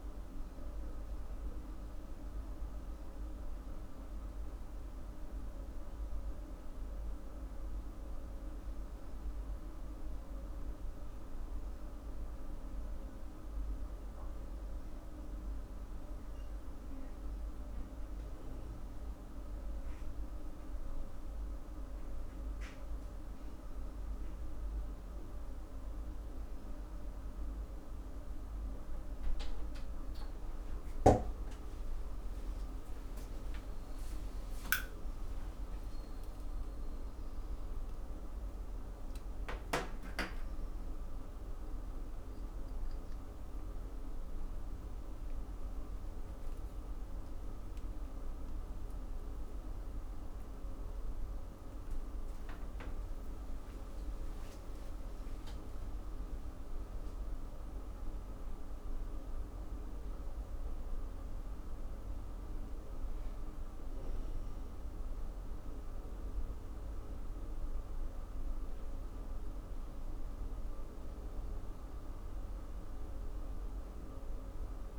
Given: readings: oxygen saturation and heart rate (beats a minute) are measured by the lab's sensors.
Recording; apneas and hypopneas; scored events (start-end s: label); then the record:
breathing in sleep, hard to hear, by a room microphone; none
36.00-41.50 s: arousal
From the record:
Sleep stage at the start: N1 (lightest sleep); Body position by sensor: on the back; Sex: female